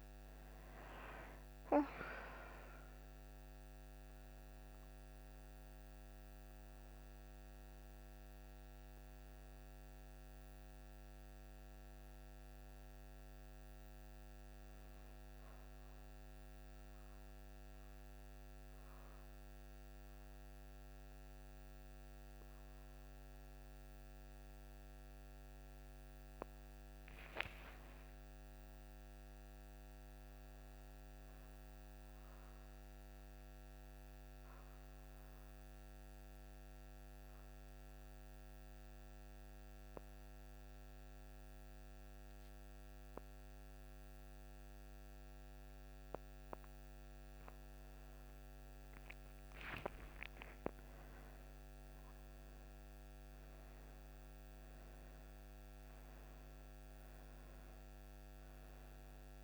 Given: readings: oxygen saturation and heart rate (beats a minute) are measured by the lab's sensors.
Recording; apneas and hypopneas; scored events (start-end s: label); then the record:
breathing in sleep by a microphone on the trachea; 2
0.00-31.00 s: oxygen desaturation (device-marked, oxygen 87% lowest, heart rate 55 extreme)
16.50-26.50 s: obstructive apnea (oxygen 97% before, 87% lowest, heart rate 66 before, 58 extreme, up 11 after)
27.00-31.00 s: arousal
34.00-45.50 s: obstructive apnea (oxygen 98% before, 89% lowest, heart rate 61 before, 57 extreme, up 35 after)
47.50-51.50 s: arousal
58.00-59.44 s: oxygen desaturation (device-marked, oxygen 96% before, 89% lowest, heart rate 73 before, 56 extreme)
From the record:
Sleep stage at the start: N2 (light sleep); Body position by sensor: on the back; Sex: female